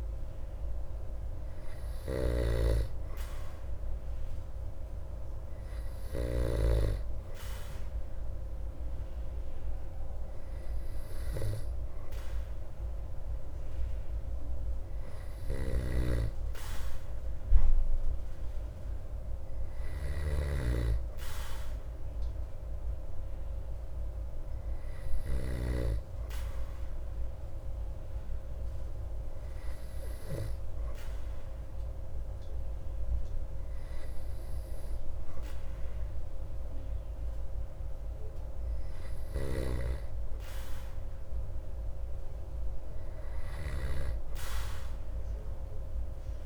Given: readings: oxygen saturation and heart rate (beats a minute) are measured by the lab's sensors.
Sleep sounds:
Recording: breathing in sleep by a room microphone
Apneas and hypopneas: 1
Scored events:
0.00-15.00 s: oxygen desaturation (device-marked, oxygen 96% before, 92% lowest)
2.00-6.50 s: snoring (device-marked)
15.50-26.00 s: snoring (device-marked)
26.50-40.50 s: hypopnea (oxygen 95% before, 94% lowest)
42.50-46.45 s: arousal
From the record:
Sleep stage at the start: N2 (light sleep)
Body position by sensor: on the back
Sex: male

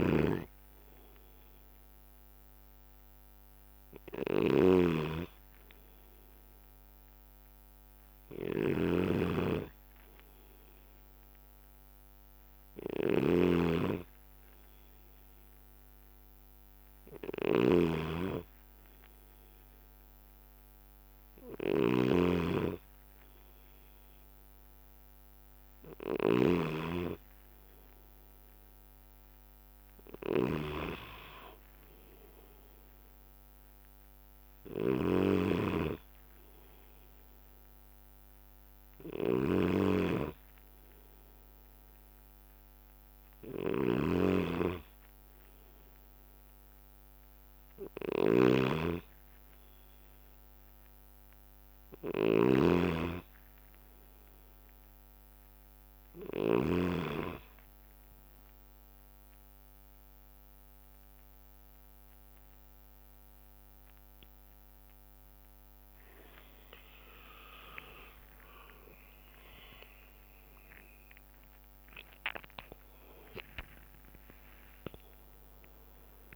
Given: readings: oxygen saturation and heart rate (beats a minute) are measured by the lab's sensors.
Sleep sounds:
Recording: breathing in sleep by a microphone on the trachea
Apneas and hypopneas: none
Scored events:
0.00-57.00 s: snoring (device-marked)
70.00-75.00 s: arousal
70.00-76.36 s: drop in pulse transit time (device-marked, heart rate 68 before, 79 extreme)
From the record:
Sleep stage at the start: N2 (light sleep)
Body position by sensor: on the right side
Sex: male

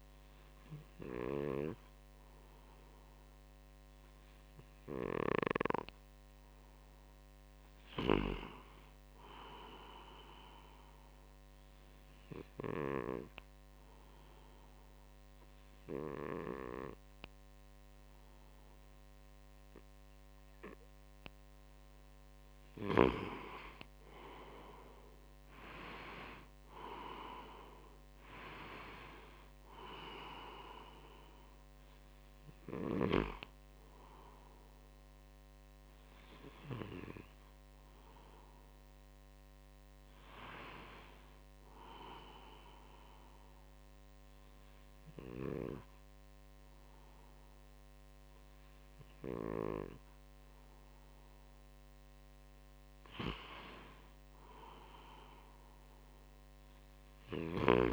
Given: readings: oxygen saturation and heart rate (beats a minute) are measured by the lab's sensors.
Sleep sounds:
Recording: breathing in sleep by a microphone on the trachea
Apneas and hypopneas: 2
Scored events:
5.50-9.00 s: arousal
11.50-22.00 s: obstructive apnea (oxygen 96% before, 94% lowest, heart rate 63 before, 60 extreme, up 5 after)
25.50-30.00 s: arousal
41.00-53.00 s: obstructive apnea (oxygen 95% before, 94% lowest, heart rate 63 before, 59 extreme, up 3 after)
56.00-57.92 s: arousal
From the record:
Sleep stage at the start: N2 (light sleep)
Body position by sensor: on the front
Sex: male

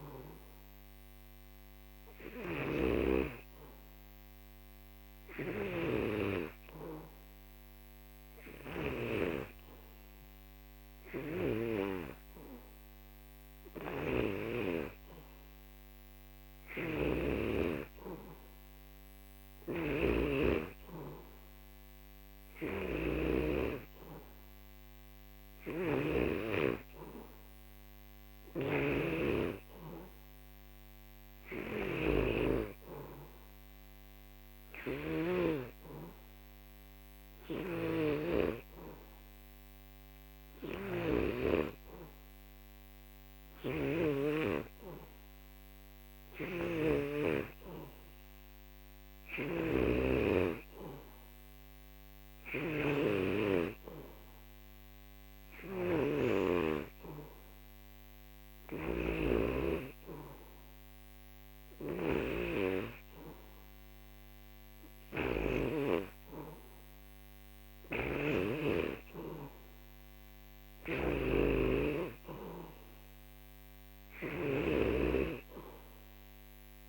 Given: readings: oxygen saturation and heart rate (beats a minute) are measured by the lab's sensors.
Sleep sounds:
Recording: breathing in sleep by a microphone on the trachea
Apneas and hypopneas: none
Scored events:
0.00-9.00 s: snoring (device-marked)
13.50-35.50 s: snoring (device-marked)
37.50-47.00 s: snoring (device-marked)
49.00-65.50 s: snoring (device-marked)
67.50-76.89 s: snoring (device-marked)
From the record:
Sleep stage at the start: N3 (deep sleep)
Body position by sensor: on the back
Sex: male

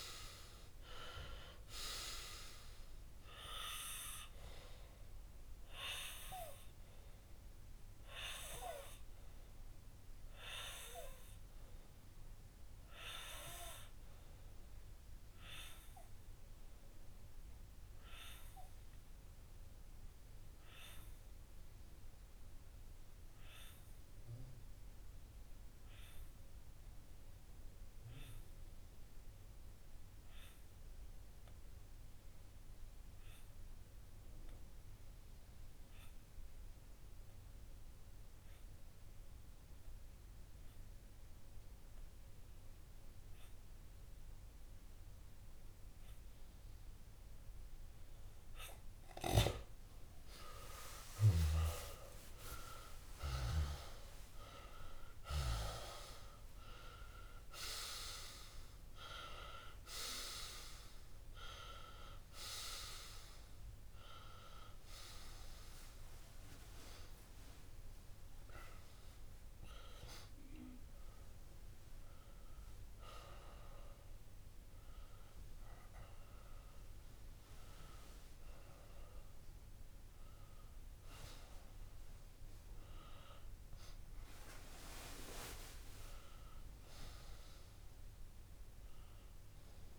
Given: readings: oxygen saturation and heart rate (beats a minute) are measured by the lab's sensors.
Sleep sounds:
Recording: breathing in sleep by a room microphone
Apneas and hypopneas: 1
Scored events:
0.00-11.00 s: oxygen desaturation (device-marked, oxygen 95% lowest)
11.00-47.00 s: obstructive apnea (oxygen 98% before, 93% lowest)
48.00-60.00 s: oxygen desaturation (device-marked, oxygen 98% before, 94% lowest)
50.00-54.50 s: arousal
57.00-87.00 s: new sleep stage, N1 (lightest sleep)
81.00-83.00 s: long interval between heartbeats (device-marked)
87.00-89.99 s: new sleep stage, N2 (light sleep)
From the record:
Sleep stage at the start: N2 (light sleep)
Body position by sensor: on the left side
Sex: male

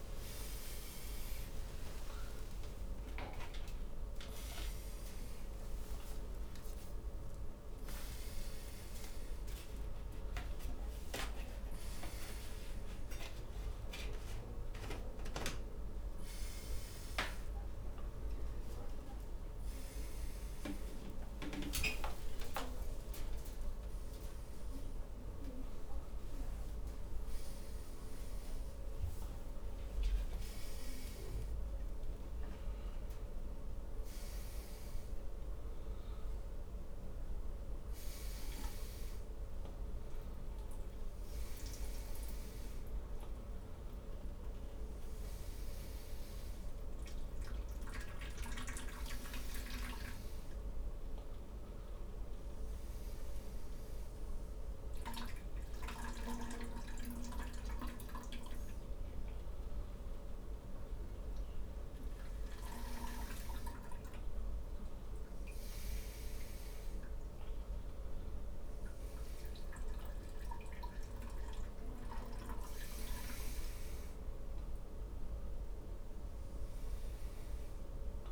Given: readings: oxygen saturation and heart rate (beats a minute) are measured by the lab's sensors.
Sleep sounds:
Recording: a person awake in a sleep study, by a room microphone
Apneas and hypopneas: none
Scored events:
none scored
From the record:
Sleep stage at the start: awake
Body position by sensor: upright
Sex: male

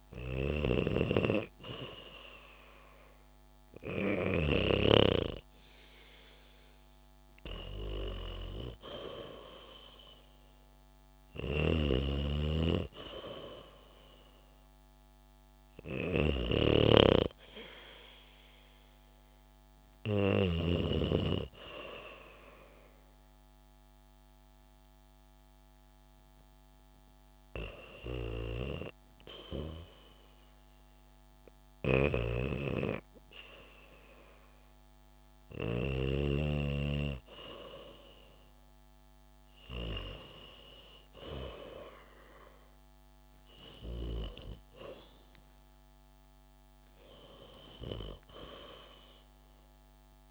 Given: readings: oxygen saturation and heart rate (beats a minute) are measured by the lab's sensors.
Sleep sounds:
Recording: breathing in sleep by a microphone on the trachea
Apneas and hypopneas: none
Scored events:
0.00-5.00 s: snoring (device-marked)
11.50-21.00 s: snoring (device-marked)
28.00-36.00 s: snoring (device-marked)
36.50-39.50 s: arousal
From the record:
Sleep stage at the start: N2 (light sleep)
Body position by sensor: on the back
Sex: female

